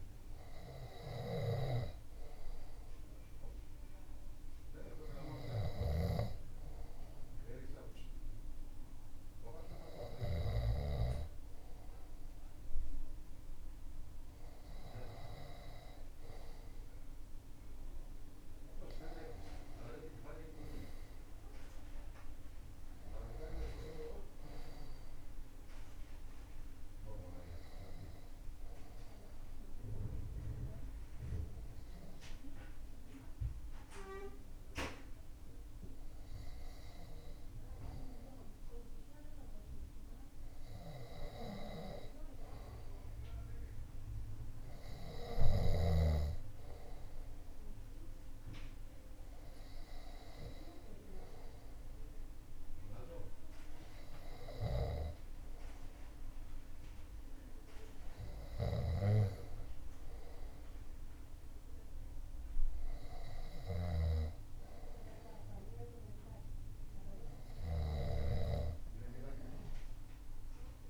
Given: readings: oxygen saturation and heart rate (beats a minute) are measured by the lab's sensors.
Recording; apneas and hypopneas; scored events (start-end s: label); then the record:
breathing in sleep by a room microphone; 2
4.50-14.50 s: hypopnea (oxygen 99% before, 96% lowest)
16.00-20.00 s: arousal
19.50-34.50 s: oxygen desaturation (device-marked, oxygen 100% before, 97% lowest)
27.00-39.00 s: hypopnea (oxygen 100% before, 96% lowest)
43.00-46.50 s: arousal
From the record:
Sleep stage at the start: N2 (light sleep); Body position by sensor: on the left side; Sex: male